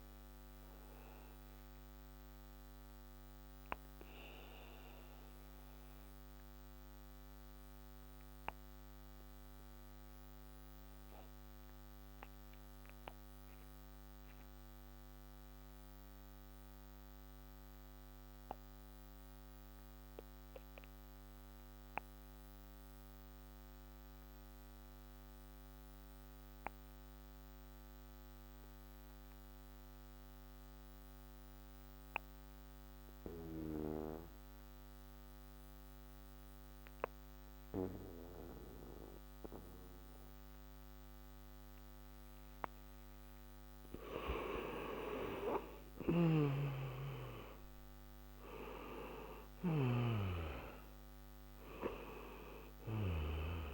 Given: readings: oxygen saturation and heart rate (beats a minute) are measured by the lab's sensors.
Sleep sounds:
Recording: breathing in sleep by a microphone on the trachea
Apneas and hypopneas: 1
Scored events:
2.00-42.50 s: obstructive apnea (oxygen 98% before, 83% lowest)
14.00-27.00 s: oxygen desaturation (device-marked, oxygen 94% before, 87% lowest, heart rate 45 before, 26 extreme)
44.50-48.50 s: arousal
46.00-50.00 s: snoring (device-marked)
From the record:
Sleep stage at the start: N2 (light sleep)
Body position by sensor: on the back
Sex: male

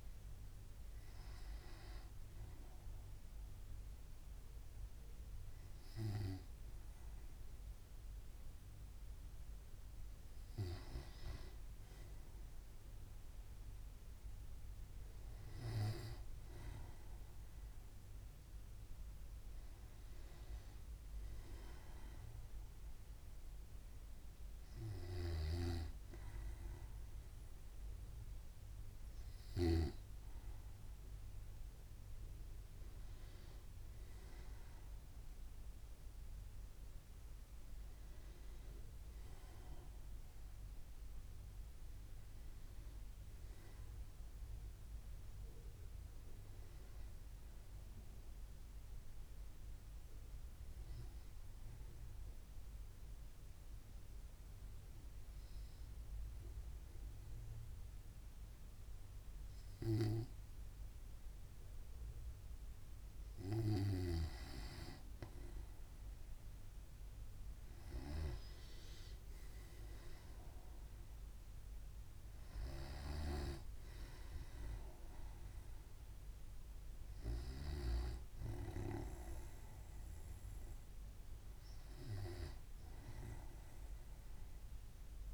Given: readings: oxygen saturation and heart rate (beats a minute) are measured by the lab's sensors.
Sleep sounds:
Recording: breathing in sleep by a room microphone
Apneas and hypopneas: 1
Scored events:
26.00-30.50 s: snoring (device-marked)
33.00-85.34 s: new sleep stage, N2 (light sleep)
53.00-64.00 s: obstructive apnea (oxygen 97% before, 95% lowest, heart rate 67 before, 64 extreme, up 2 after)
67.00-71.00 s: arousal
From the record:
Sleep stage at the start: N1 (lightest sleep)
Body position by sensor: on the right side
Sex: male

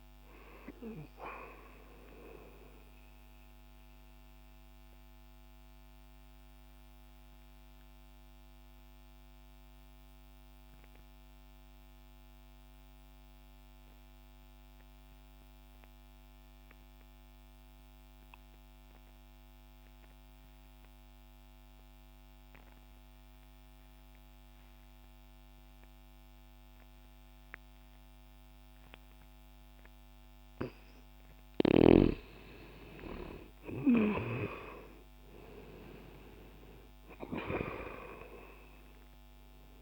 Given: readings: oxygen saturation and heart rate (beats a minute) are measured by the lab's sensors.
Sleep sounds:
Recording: breathing in sleep by a microphone on the trachea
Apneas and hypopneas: 1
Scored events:
0.00-21.00 s: oxygen desaturation (device-marked, oxygen 81% lowest, heart rate 60 extreme)
4.00-31.00 s: mixed apnea (oxygen 99% before, 81% lowest, heart rate 61 before, 60 extreme, up 0 after)
30.00-39.82 s: oxygen desaturation (device-marked, oxygen 99% before, 81% lowest, heart rate 60 before, 60 extreme)
35.00-39.82 s: arousal
From the record:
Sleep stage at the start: N2 (light sleep)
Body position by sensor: on the back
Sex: male

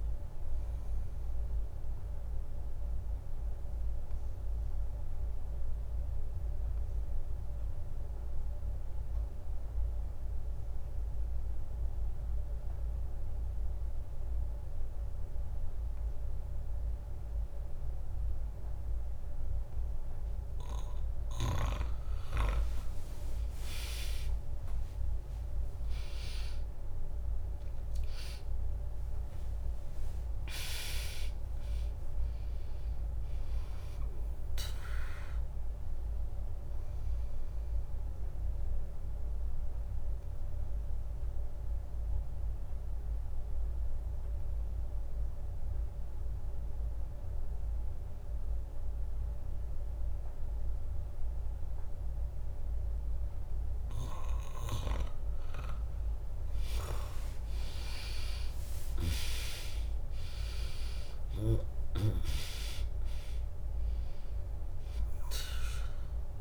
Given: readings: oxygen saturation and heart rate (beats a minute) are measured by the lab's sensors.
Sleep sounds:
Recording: breathing in sleep by a room microphone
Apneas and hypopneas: 2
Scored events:
0.00-14.50 s: oxygen desaturation (device-marked, oxygen 95% lowest, heart rate 60 extreme)
1.50-20.50 s: obstructive apnea (oxygen 99% before, 95% lowest, heart rate 66 before, 62 extreme, up 2 after)
22.50-28.00 s: arousal
25.50-37.50 s: drop in pulse transit time (device-marked, heart rate 69 before, 62 extreme)
30.50-48.50 s: oxygen desaturation (device-marked, oxygen 99% before, 95% lowest, heart rate 68 before, 62 extreme)
38.50-54.50 s: obstructive apnea (oxygen 100% before, 95% lowest, heart rate 68 before, 62 extreme, up 0 after)
57.00-61.50 s: arousal
58.50-66.41 s: drop in pulse transit time (device-marked, heart rate 65 before, 62 extreme)
63.50-66.41 s: oxygen desaturation (device-marked, oxygen 99% before, 95% lowest, heart rate 64 before, 58 extreme)
From the record:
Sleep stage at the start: N2 (light sleep)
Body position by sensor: on the back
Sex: female

